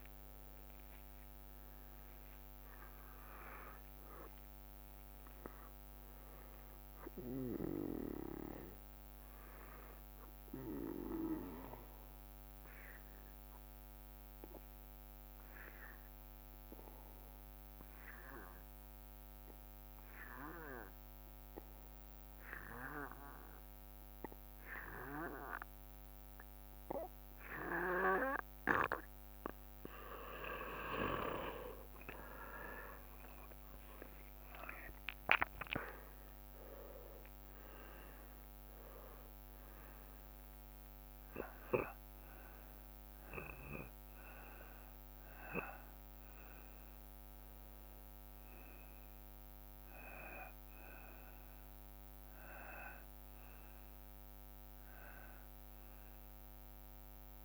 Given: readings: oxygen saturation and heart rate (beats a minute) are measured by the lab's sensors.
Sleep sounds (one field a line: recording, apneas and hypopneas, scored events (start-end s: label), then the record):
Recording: breathing in sleep by a microphone on the trachea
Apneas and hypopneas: 1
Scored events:
0.00-2.00 s: arousal
13.00-29.00 s: obstructive apnea (oxygen 94% before, 86% lowest, heart rate 59 before, 56 extreme, up 7 after)
29.00-57.45 s: oxygen desaturation (device-marked, oxygen 95% before, 86% lowest, heart rate 58 before, 54 extreme)
32.50-36.50 s: arousal
34.00-48.00 s: drop in pulse transit time (device-marked, heart rate 58 before, 57 extreme)
From the record:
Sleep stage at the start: N2 (light sleep)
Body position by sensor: on the back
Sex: male